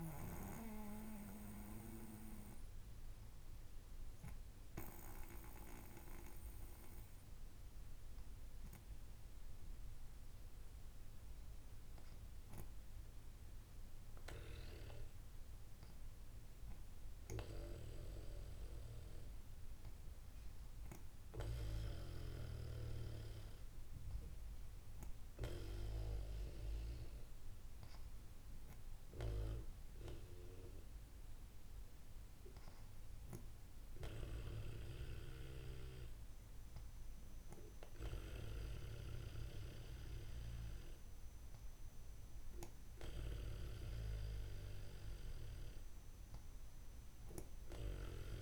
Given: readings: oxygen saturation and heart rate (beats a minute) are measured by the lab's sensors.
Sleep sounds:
breathing in sleep by a room microphone; 1
5.00-16.50 s: obstructive apnea (oxygen 95% before, 93% lowest, heart rate 66 before, 64 extreme, up 1 after)
19.50-23.00 s: arousal
From the record:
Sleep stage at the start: N2 (light sleep); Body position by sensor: on the back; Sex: female

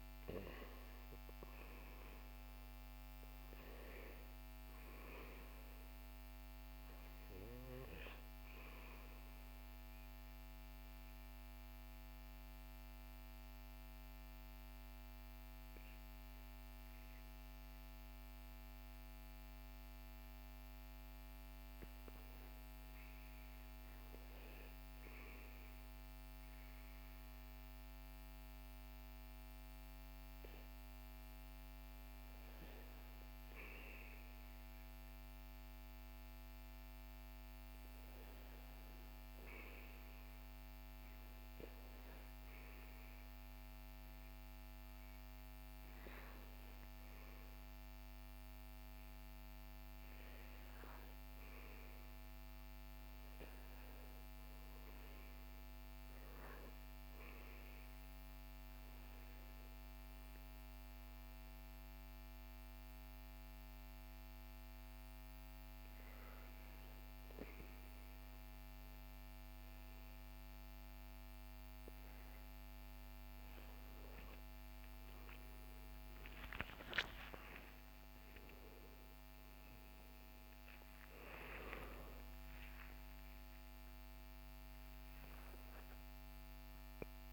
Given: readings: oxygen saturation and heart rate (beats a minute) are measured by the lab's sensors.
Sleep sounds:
breathing in sleep, hard to hear, by a microphone on the trachea; 1
9.50-22.00 s: obstructive apnea (oxygen 98% before, 94% lowest, heart rate 71 before, 57 extreme, up 0 after)
25.00-28.50 s: arousal
77.50-87.32 s: new sleep stage, awake
From the record:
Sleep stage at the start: REM sleep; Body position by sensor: on the back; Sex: male

